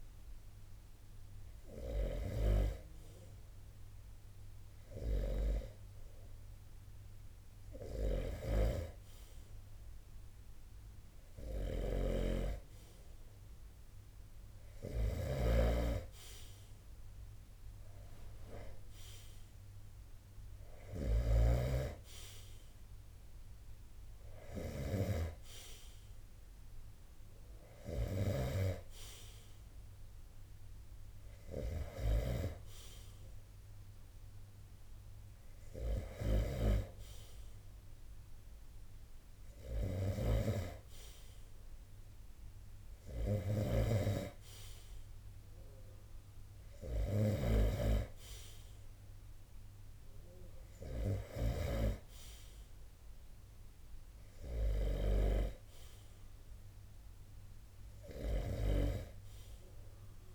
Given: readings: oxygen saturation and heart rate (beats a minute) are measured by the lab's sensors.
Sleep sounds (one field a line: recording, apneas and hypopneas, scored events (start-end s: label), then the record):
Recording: breathing in sleep by a room microphone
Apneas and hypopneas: none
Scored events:
0.00-50.50 s: snoring (device-marked)
From the record:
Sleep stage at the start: N2 (light sleep)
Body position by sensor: on the right side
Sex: male